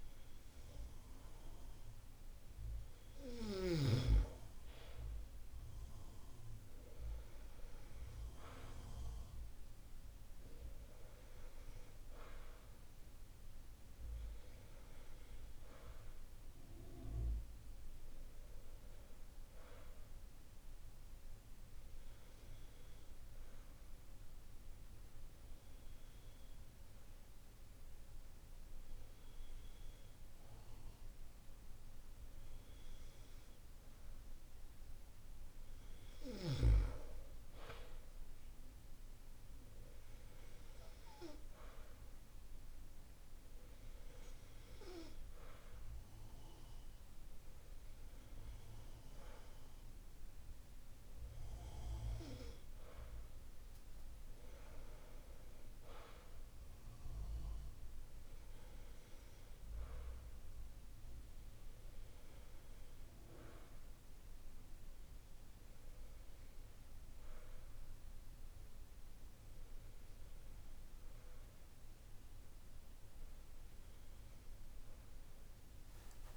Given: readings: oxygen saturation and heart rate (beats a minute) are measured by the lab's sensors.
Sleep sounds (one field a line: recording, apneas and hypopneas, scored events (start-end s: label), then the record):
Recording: breathing in sleep by a room microphone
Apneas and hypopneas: none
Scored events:
none scored
From the record:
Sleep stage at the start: N2 (light sleep)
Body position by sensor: on the back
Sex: male